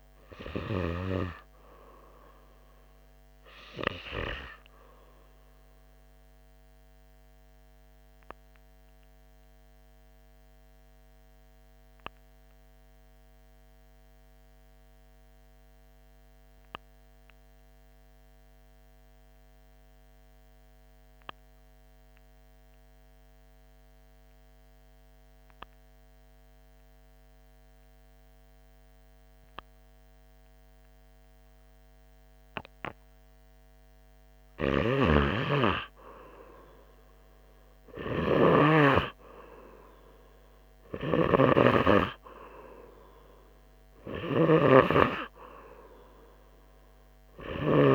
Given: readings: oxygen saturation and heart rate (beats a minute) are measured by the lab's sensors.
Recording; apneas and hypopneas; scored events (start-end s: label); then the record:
breathing in sleep by a microphone on the trachea; 1
0.00-1.50 s: snoring (device-marked)
7.00-34.00 s: obstructive apnea (oxygen 98% before, 92% lowest, heart rate 77 before, 80 extreme, up 2 after)
20.50-36.50 s: oxygen desaturation (device-marked, oxygen 98% before, 92% lowest, heart rate 81 before, 81 extreme)
35.00-42.00 s: snoring (device-marked)
36.50-41.00 s: arousal
46.50-47.95 s: new sleep stage, N2 (light sleep)
From the record:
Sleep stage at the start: REM sleep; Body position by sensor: on the right side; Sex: male